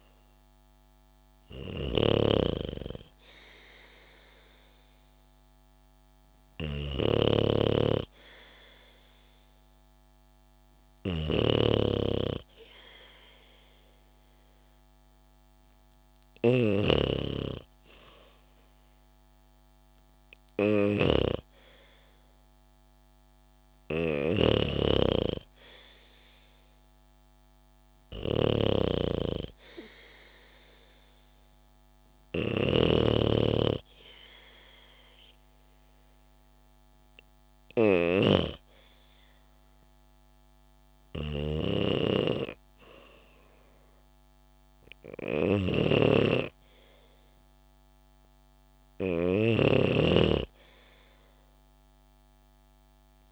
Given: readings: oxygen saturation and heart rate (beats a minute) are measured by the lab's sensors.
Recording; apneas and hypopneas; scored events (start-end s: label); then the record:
breathing in sleep by a microphone on the trachea; none
0.00-3.00 s: arousal
1.50-16.50 s: snoring (device-marked)
24.00-53.31 s: snoring (device-marked)
26.00-28.00 s: bradycardia (device-marked, heart rate 71 before, 69 extreme)
50.00-53.31 s: arousal
From the record:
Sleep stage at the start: N2 (light sleep); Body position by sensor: on the back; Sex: female